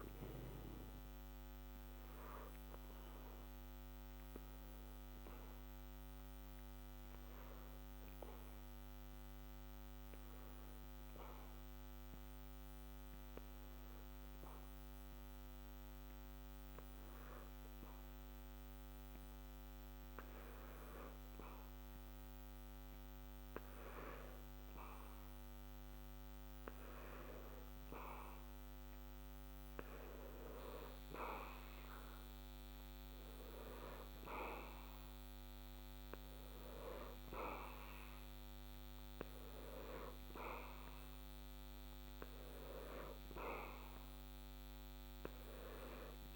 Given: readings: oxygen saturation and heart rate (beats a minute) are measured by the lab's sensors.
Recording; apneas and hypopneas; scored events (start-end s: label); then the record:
breathing in sleep by a microphone on the trachea; 1
4.50-29.00 s: hypopnea (oxygen 89% before, 88% lowest, heart rate 69 before, 60 extreme, up 2 after)
31.00-35.50 s: arousal
37.50-46.36 s: oxygen desaturation (device-marked, oxygen 93% before, 89% lowest, heart rate 61 before, 60 extreme)
From the record:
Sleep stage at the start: N2 (light sleep); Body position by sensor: on the back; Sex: male